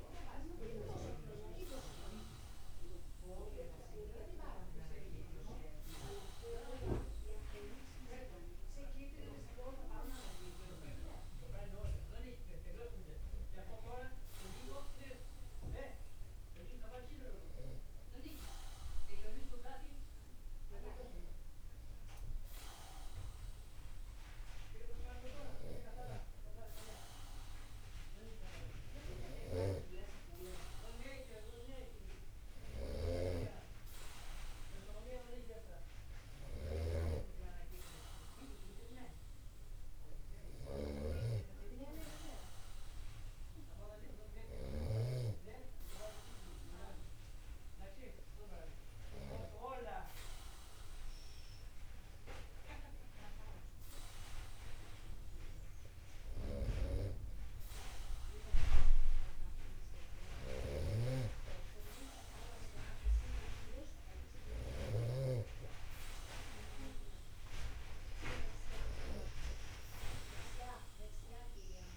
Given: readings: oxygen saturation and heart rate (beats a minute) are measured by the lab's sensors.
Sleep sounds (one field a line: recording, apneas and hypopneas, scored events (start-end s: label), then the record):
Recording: breathing in sleep by a room microphone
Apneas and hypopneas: none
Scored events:
33.00-45.50 s: snoring (device-marked)
61.00-63.00 s: long interval between heartbeats (device-marked)
61.00-65.50 s: snoring (device-marked)
69.00-71.00 s: long interval between heartbeats (device-marked)
From the record:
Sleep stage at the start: N2 (light sleep)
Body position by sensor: upright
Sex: male